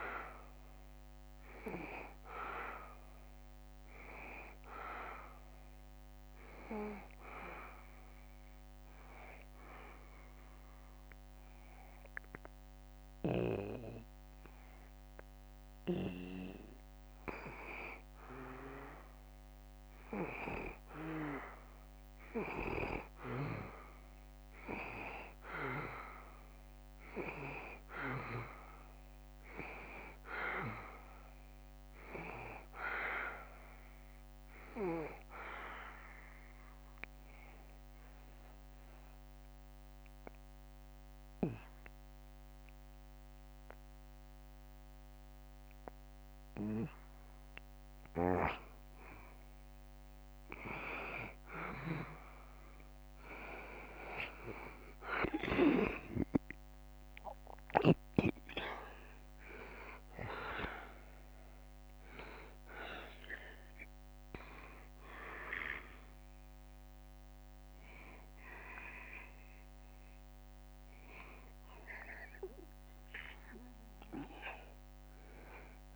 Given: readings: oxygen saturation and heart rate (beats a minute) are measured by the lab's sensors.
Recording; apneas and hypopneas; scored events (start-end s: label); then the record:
breathing in sleep by a microphone on the trachea; 2
0.50-15.50 s: obstructive apnea (oxygen 94% before, 90% lowest, heart rate 73 before, 72 extreme, up 0 after)
19.50-23.00 s: arousal
27.50-43.50 s: oxygen desaturation (device-marked, oxygen 93% before, 90% lowest, heart rate 73 before, 71 extreme)
36.50-48.00 s: obstructive apnea (oxygen 93% before, 90% lowest, heart rate 73 before, 71 extreme, up 0 after)
56.00-60.00 s: arousal
56.50-75.96 s: oxygen desaturation (device-marked, oxygen 94% before, 90% lowest, heart rate 73 before, 72 extreme)
58.50-73.50 s: drop in pulse transit time (device-marked, heart rate 73 before, 74 extreme)
From the record:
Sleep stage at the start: N2 (light sleep); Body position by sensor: on the back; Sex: male